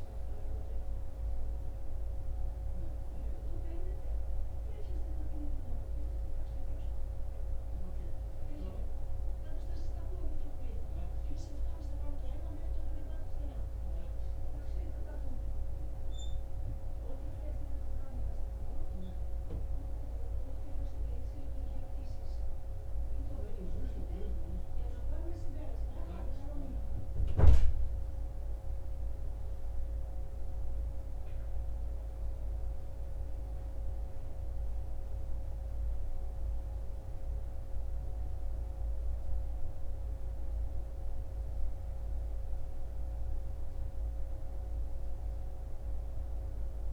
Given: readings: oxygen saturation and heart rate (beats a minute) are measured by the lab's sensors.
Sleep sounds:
a person awake in a sleep study, by a room microphone; none
none scored
From the record:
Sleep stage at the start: awake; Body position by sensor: on the back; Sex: male

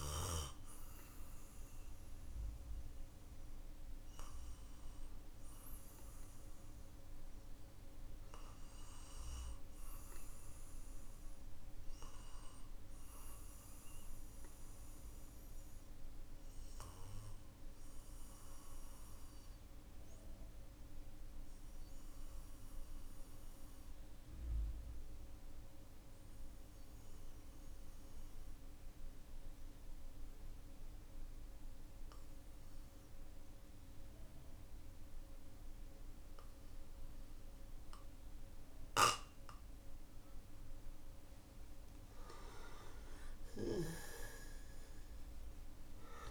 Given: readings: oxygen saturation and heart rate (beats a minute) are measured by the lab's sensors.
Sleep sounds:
breathing in sleep by a room microphone; 1
3.00-40.00 s: obstructive apnea (oxygen 99% before, 92% lowest, heart rate 53 before, 46 extreme, up 25 after)
42.50-46.31 s: arousal
From the record:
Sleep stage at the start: N2 (light sleep); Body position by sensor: on the back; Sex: male

